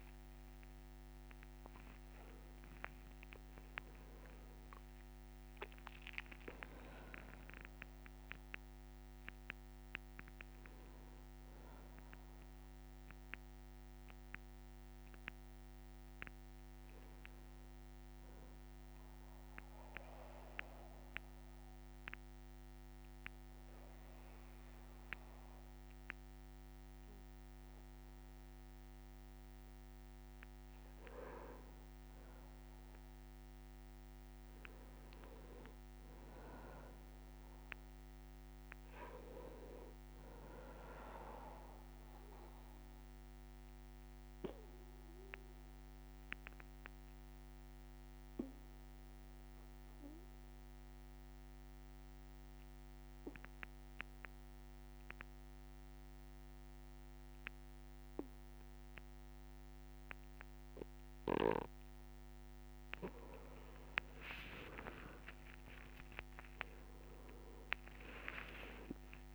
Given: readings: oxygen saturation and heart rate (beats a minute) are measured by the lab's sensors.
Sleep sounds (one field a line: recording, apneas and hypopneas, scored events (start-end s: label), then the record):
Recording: a person partly awake in a sleep study, by a microphone on the trachea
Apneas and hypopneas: 2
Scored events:
4.00-6.00 s: long interval between heartbeats (device-marked, heart rate 66 before, 84 extreme)
16.00-46.00 s: new sleep stage, N1 (lightest sleep)
18.50-30.00 s: obstructive apnea (oxygen 99% before, 93% lowest, heart rate 73 before, 61 extreme, up 2 after)
33.00-37.50 s: arousal
40.00-55.00 s: oxygen desaturation (device-marked, oxygen 97% before, 94% lowest, heart rate 62 before, 61 extreme)
42.50-61.50 s: obstructive apnea (oxygen 99% before, 93% lowest, heart rate 62 before, 60 extreme, up 12 after)
46.00-69.34 s: new sleep stage, N2 (light sleep)
64.50-69.34 s: arousal
66.00-69.34 s: oxygen desaturation (device-marked, oxygen 98% before, 93% lowest, heart rate 61 before, 60 extreme)
66.50-68.50 s: long interval between heartbeats (device-marked, heart rate 61 before, 69 extreme)
From the record:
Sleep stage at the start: awake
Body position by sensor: on the back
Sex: male